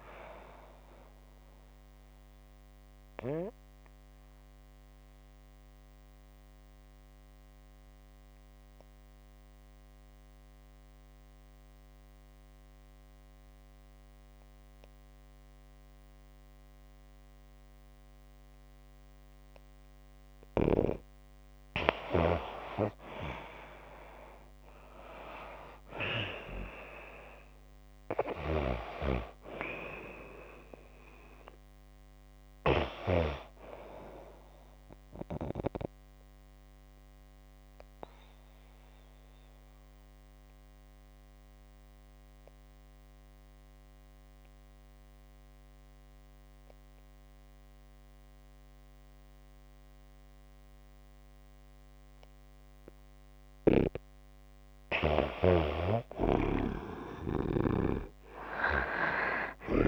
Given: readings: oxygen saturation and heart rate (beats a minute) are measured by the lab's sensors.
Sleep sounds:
breathing in sleep by a microphone on the trachea; 2
1.50-20.50 s: obstructive apnea (oxygen 97% before, 89% lowest)
17.00-33.00 s: oxygen desaturation (device-marked, oxygen 96% before, 89% lowest, heart rate 77 before, 77 extreme)
23.00-28.00 s: arousal
35.50-53.00 s: obstructive apnea (oxygen 96% before, 90% lowest, heart rate 125 before, 56 extreme, up 52 after)
55.50-59.88 s: arousal
From the record:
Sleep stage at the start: N2 (light sleep); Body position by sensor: on the back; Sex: female

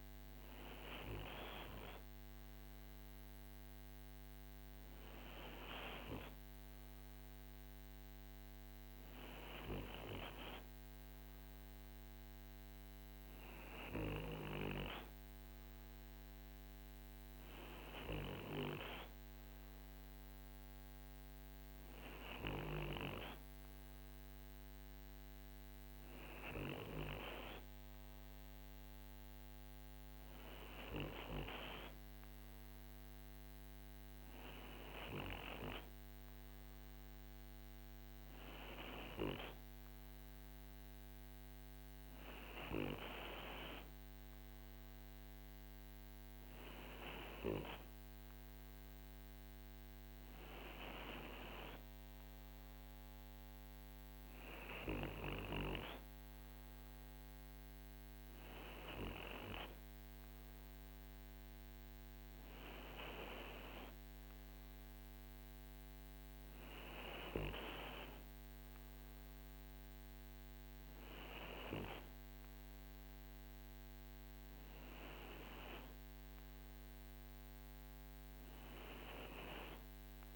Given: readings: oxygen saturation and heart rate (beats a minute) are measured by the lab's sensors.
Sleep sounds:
breathing in sleep by a microphone on the trachea; none
none scored
From the record:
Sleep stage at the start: N2 (light sleep); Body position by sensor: on the right side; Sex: male

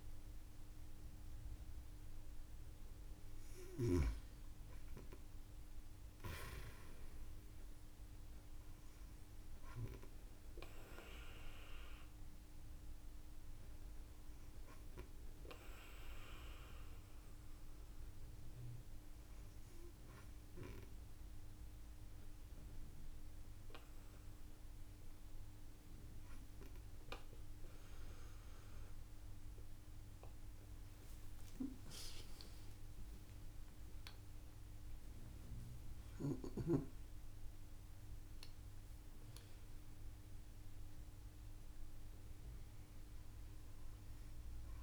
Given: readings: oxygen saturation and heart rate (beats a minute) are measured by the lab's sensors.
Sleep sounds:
breathing in sleep by a room microphone; none
0.00-1.50 s: arousal
30.00-32.00 s: long interval between heartbeats (device-marked)
31.00-35.00 s: arousal
33.00-35.00 s: long interval between heartbeats (device-marked, heart rate 61 before, 82 extreme)
From the record:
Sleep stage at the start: N2 (light sleep); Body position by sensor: on the right side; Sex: female

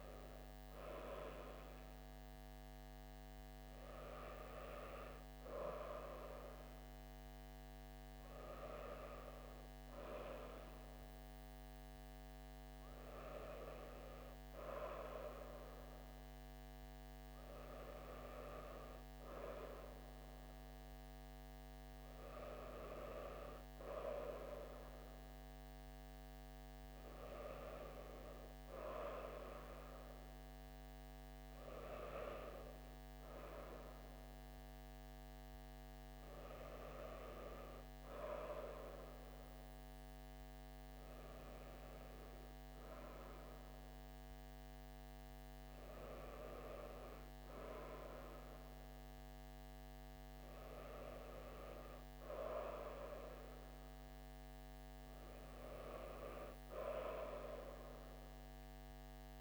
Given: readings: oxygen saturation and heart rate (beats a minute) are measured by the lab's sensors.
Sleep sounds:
breathing in sleep by a microphone on the trachea; none
none scored
From the record:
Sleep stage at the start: N2 (light sleep); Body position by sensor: on the back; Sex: female

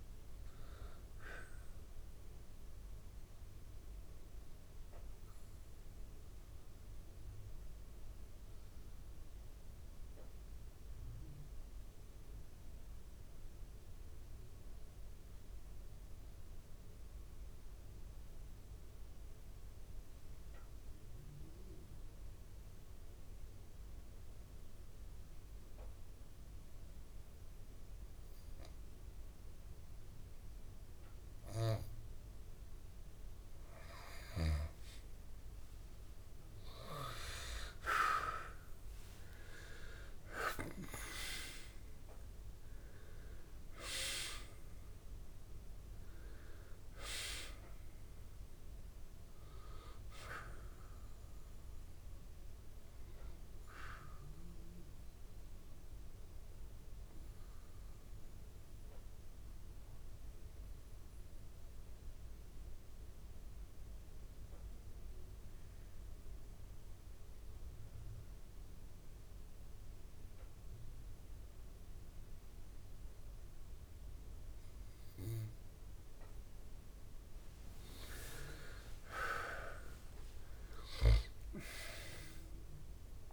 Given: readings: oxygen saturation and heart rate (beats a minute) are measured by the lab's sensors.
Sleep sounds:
breathing in sleep by a room microphone; 2
0.00-22.50 s: oxygen desaturation (device-marked, oxygen 80% lowest, heart rate 65 extreme)
6.50-32.50 s: mixed apnea (oxygen 96% before, 80% lowest, heart rate 103 before, 65 extreme, up 23 after)
35.50-64.50 s: oxygen desaturation (device-marked, oxygen 99% before, 83% lowest, heart rate 67 before, 65 extreme)
38.50-44.00 s: arousal
54.00-76.50 s: obstructive apnea (oxygen 99% before, 83% lowest, heart rate 75 before, 65 extreme, up 52 after)
78.50-82.00 s: arousal
81.50-83.33 s: oxygen desaturation (device-marked, oxygen 98% before, 88% lowest)
From the record:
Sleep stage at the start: N2 (light sleep); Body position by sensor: on the back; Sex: male

